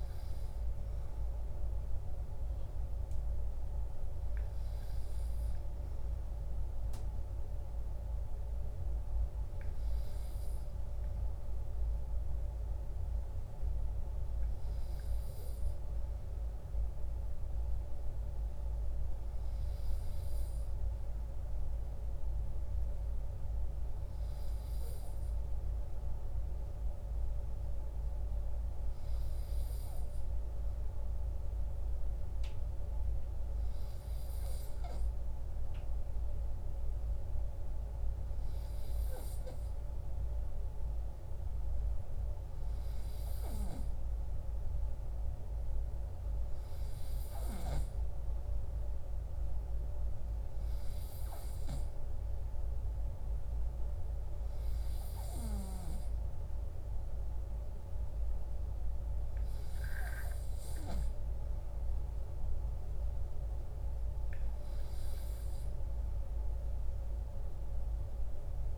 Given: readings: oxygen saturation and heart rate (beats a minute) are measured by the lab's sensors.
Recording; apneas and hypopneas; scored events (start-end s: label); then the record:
breathing in sleep, hard to hear, by a room microphone; none
none scored
From the record:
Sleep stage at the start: N2 (light sleep); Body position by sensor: on the right side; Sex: male